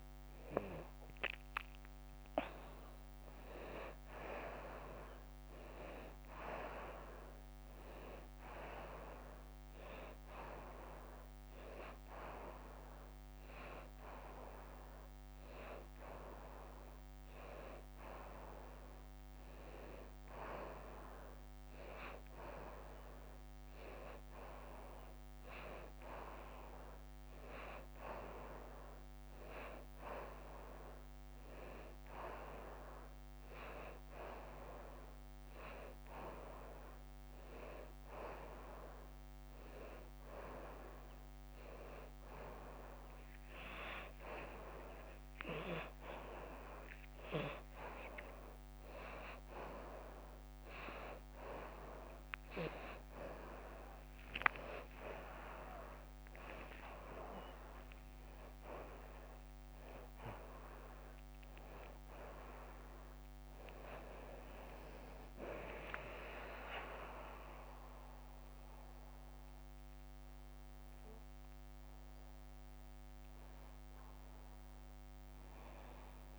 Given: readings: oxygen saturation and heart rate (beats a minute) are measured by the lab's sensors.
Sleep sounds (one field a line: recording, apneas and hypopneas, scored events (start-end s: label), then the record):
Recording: a person awake in a sleep study, by a microphone on the trachea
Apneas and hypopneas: none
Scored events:
8.50-16.50 s: oxygen desaturation (device-marked, oxygen 94% before, 91% lowest, heart rate 91 before, 87 extreme)
From the record:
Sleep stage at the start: awake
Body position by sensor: on the back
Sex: female